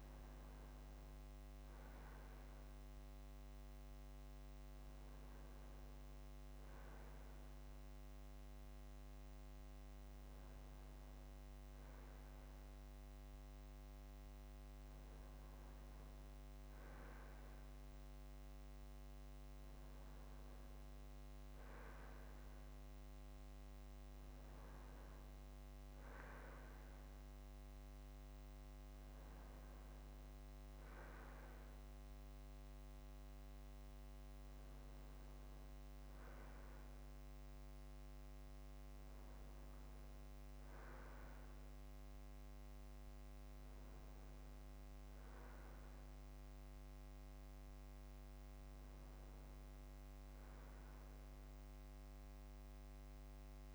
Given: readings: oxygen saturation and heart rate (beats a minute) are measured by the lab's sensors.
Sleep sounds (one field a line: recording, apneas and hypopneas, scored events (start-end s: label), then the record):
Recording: a person awake in a sleep study, hard to hear, by a microphone on the trachea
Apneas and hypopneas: none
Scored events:
none scored
From the record:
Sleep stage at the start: awake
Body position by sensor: on the right side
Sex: male